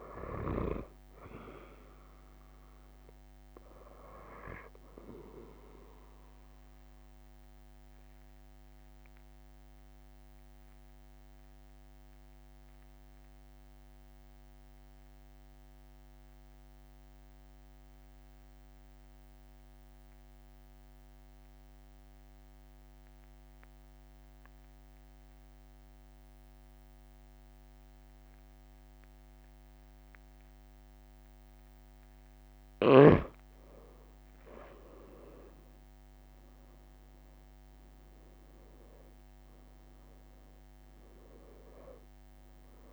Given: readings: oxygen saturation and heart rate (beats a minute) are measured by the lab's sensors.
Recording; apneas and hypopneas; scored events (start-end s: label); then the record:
breathing in sleep by a microphone on the trachea; 1
0.00-1.00 s: long interval between heartbeats (device-marked, heart rate 38 extreme)
0.00-21.00 s: oxygen desaturation (device-marked, oxygen 91% lowest)
5.50-7.50 s: long interval between heartbeats (device-marked, heart rate 38 before, 38 extreme)
5.50-31.50 s: obstructive apnea (oxygen 97% before, 91% lowest)
12.00-14.00 s: long interval between heartbeats (device-marked, heart rate 37 before, 46 extreme)
34.50-36.50 s: long interval between heartbeats (device-marked, heart rate 43 before, 62 extreme)
34.50-39.00 s: arousal
From the record:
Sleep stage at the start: N2 (light sleep); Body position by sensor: on the right side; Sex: male